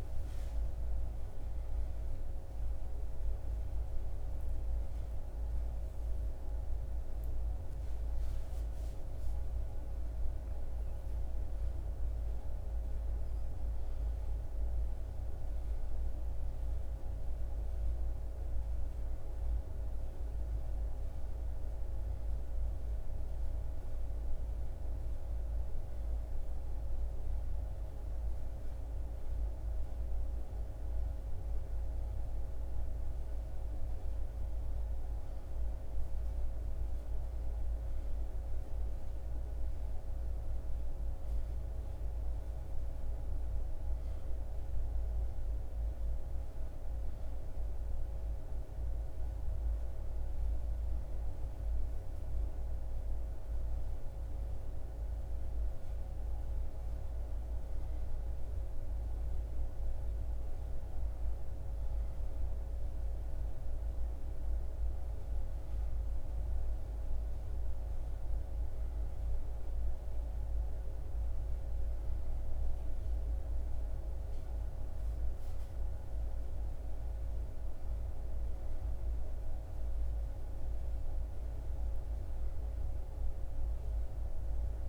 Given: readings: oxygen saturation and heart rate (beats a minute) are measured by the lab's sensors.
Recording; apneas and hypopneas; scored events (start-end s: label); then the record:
breathing in sleep, hard to hear, by a room microphone; none
0.50-4.50 s: arousal
From the record:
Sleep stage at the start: N2 (light sleep); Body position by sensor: on the back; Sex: male